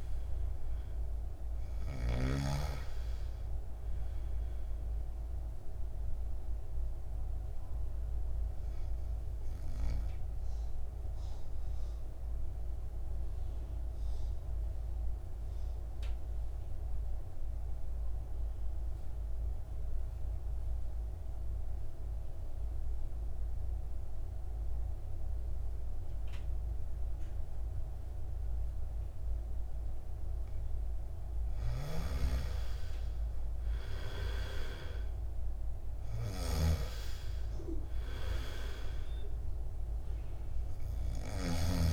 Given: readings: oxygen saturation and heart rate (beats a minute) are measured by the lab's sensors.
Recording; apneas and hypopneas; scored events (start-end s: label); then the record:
breathing in sleep by a room microphone; 1
0.00-25.50 s: oxygen desaturation (device-marked, oxygen 86% lowest, heart rate 52 extreme)
6.50-30.00 s: obstructive apnea (oxygen 99% before, 85% lowest, heart rate 63 before, 52 extreme, up 3 after)
32.50-36.50 s: arousal
37.50-41.92 s: oxygen desaturation (device-marked, oxygen 99% before, 85% lowest, heart rate 56 before, 52 extreme)
From the record:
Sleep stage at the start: N2 (light sleep); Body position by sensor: on the back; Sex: male